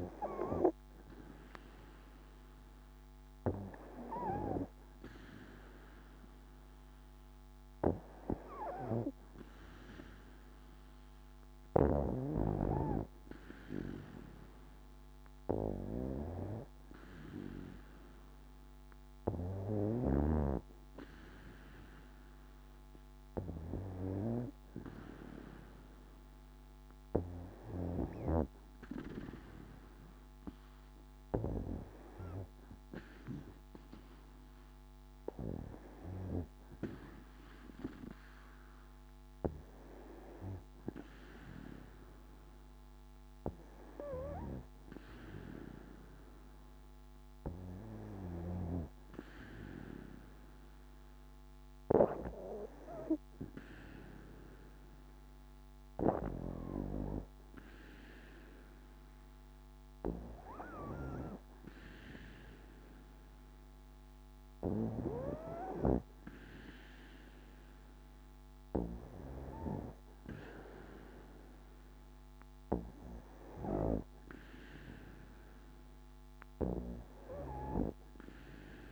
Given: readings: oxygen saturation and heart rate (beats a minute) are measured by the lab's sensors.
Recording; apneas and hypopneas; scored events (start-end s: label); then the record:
breathing in sleep by a microphone on the trachea; none
none scored
From the record:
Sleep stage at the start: N2 (light sleep); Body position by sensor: on the back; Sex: female